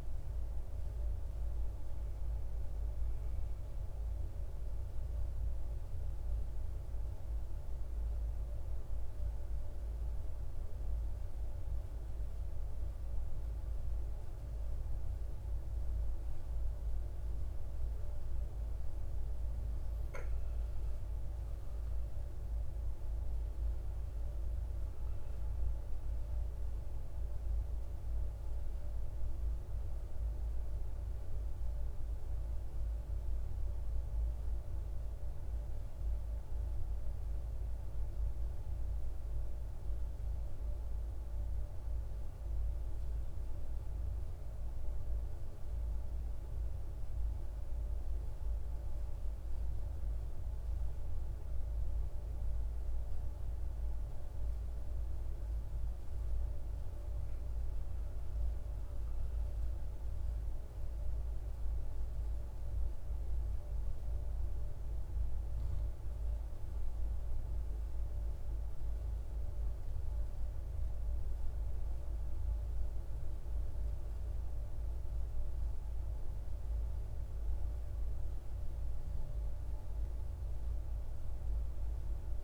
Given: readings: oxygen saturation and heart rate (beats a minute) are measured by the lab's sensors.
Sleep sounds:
breathing in sleep, hard to hear, by a room microphone; 2
0.00-12.00 s: oxygen desaturation (device-marked, oxygen 93% lowest, heart rate 60 extreme)
4.00-16.00 s: hypopnea (oxygen 97% before, 93% lowest, heart rate 58 before, 57 extreme, up 4 after)
18.00-21.00 s: arousal
33.00-50.00 s: hypopnea (oxygen 96% before, 93% lowest, heart rate 64 before, 55 extreme, up 5 after)
55.00-59.00 s: arousal
62.00-74.00 s: oxygen desaturation (device-marked, oxygen 97% before, 93% lowest, heart rate 58 before, 58 extreme)
From the record:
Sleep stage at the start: N2 (light sleep); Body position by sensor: on the right side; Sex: male

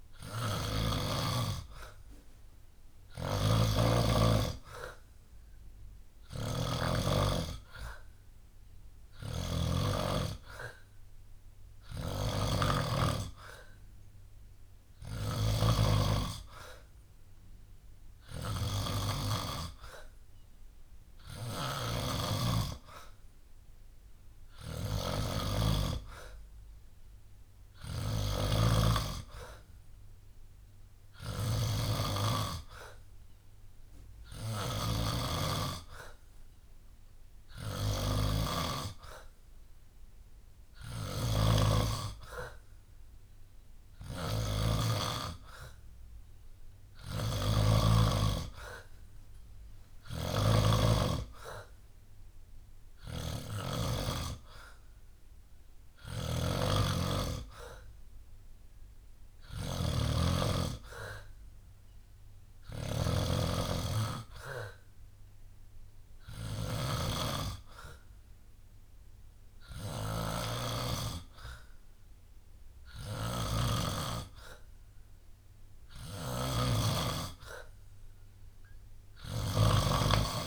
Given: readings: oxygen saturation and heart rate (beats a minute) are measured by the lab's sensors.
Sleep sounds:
breathing in sleep by a room microphone; none
0.00-47.50 s: snoring (device-marked)
49.50-53.50 s: snoring (device-marked)
55.50-80.47 s: snoring (device-marked)
70.00-77.00 s: drop in pulse transit time (device-marked, heart rate 67 before, 68 extreme)
From the record:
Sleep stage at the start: N2 (light sleep); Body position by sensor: on the back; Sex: male

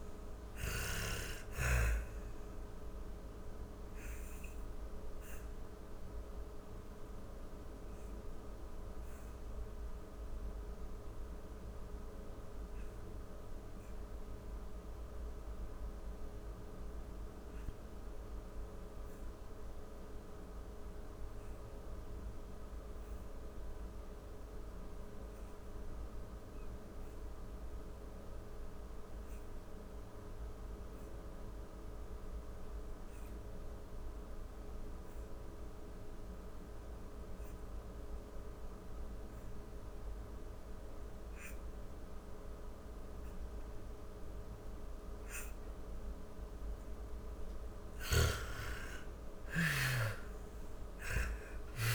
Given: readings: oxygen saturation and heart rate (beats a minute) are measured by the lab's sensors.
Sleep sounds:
breathing in sleep by a room microphone; 1
0.00-1.50 s: oxygen desaturation (device-marked, oxygen 85% lowest, heart rate 42 extreme)
2.50-44.00 s: obstructive apnea (oxygen 97% before, 77% lowest, heart rate 62 before, 43 extreme, up 25 after)
6.50-20.50 s: oxygen desaturation (device-marked, oxygen 94% before, 77% lowest, heart rate 68 before, 43 extreme)
33.50-51.95 s: oxygen desaturation (device-marked, oxygen 98% before, 80% lowest, heart rate 48 before, 43 extreme)
46.00-51.95 s: snoring (device-marked)
48.50-51.95 s: arousal
From the record:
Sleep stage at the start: N2 (light sleep); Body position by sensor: on the back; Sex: female

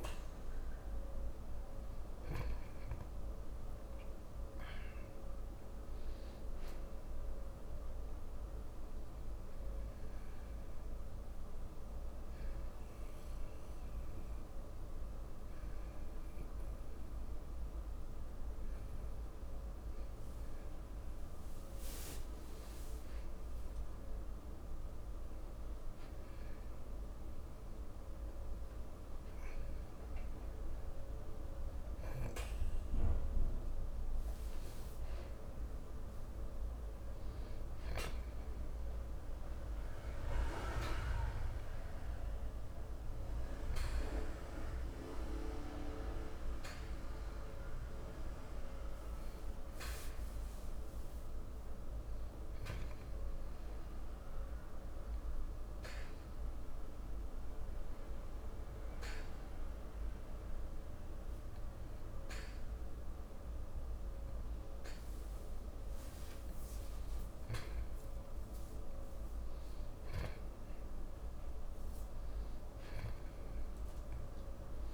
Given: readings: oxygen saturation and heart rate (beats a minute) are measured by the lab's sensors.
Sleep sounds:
breathing in sleep by a room microphone; 1
3.50-14.50 s: oxygen desaturation (device-marked, oxygen 98% before, 93% lowest, heart rate 66 before, 30 extreme)
32.50-44.50 s: oxygen desaturation (device-marked, oxygen 96% before, 93% lowest, heart rate 64 before, 55 extreme)
37.50-42.50 s: arousal
53.00-65.50 s: obstructive apnea (oxygen 96% before, 93% lowest, heart rate 76 before, 73 extreme, up 57 after)
67.50-70.50 s: arousal
From the record:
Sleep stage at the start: N2 (light sleep); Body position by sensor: on the back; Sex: male

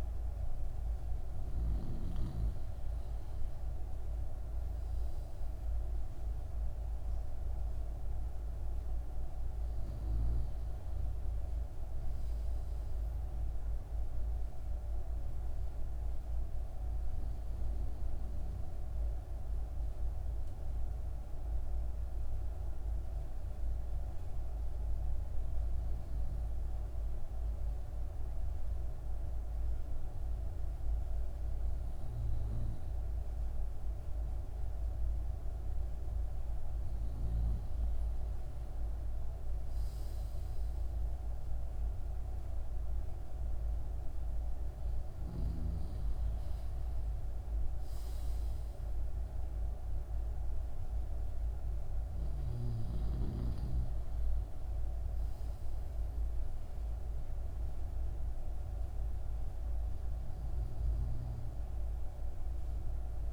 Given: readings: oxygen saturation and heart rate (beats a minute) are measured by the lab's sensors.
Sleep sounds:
breathing in sleep, hard to hear, by a room microphone; none
none scored
From the record:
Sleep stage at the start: N2 (light sleep); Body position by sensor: on the left side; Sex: male

